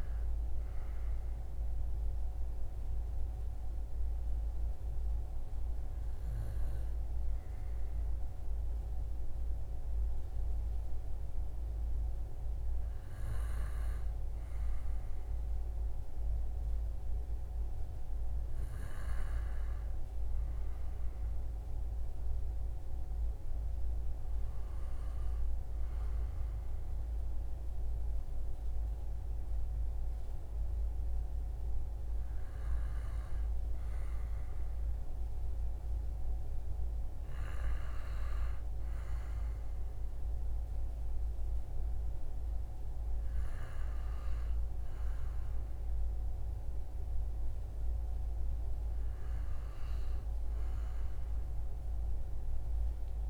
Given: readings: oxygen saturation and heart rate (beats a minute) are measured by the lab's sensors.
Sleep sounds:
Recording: breathing in sleep, hard to hear, by a room microphone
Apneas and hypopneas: 1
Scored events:
2.00-14.00 s: hypopnea (oxygen 97% before, 94% lowest, heart rate 59 before, 57 extreme, up 7 after)
15.00-18.00 s: arousal
From the record:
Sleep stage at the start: N2 (light sleep)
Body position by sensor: on the right side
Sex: male

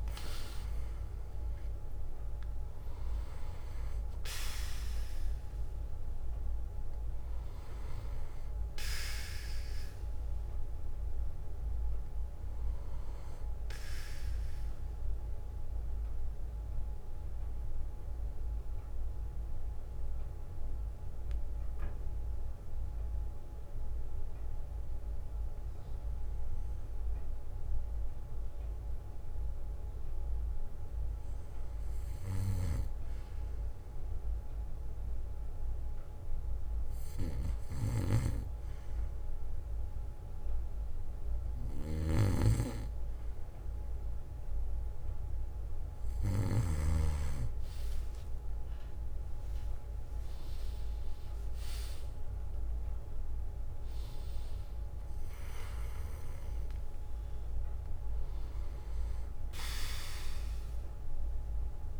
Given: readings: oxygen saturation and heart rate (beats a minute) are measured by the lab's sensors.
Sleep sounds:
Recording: breathing in sleep by a room microphone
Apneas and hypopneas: 1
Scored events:
0.00-1.50 s: arousal
4.50-6.50 s: bradycardia (device-marked, heart rate 61 before, 63 extreme)
7.50-9.50 s: bradycardia (device-marked, heart rate 61 before, 59 extreme)
11.50-30.50 s: bradycardia (device-marked, heart rate 61 before, 55 extreme)
14.50-30.50 s: hypopnea (oxygen 96% before, 93% lowest, heart rate 61 before, 55 extreme, up 8 after)
36.50-38.50 s: bradycardia (device-marked, heart rate 61 before, 60 extreme)
37.00-41.00 s: arousal
47.50-62.00 s: oxygen desaturation (device-marked, oxygen 97% before, 93% lowest, heart rate 60 before, 56 extreme)
From the record:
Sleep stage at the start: N2 (light sleep)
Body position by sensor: on the back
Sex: male

